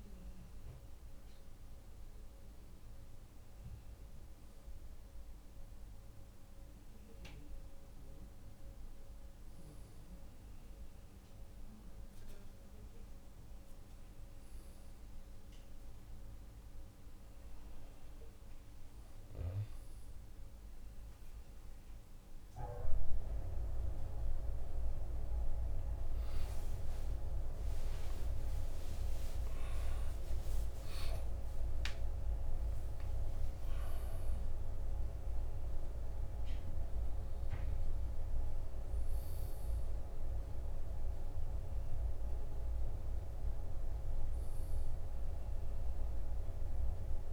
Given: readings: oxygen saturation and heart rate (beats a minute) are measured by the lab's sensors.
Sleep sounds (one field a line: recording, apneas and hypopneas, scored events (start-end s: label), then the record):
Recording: breathing in sleep by a room microphone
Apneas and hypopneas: none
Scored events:
26.50-31.50 s: arousal
From the record:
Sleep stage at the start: N1 (lightest sleep)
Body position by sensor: on the right side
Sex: male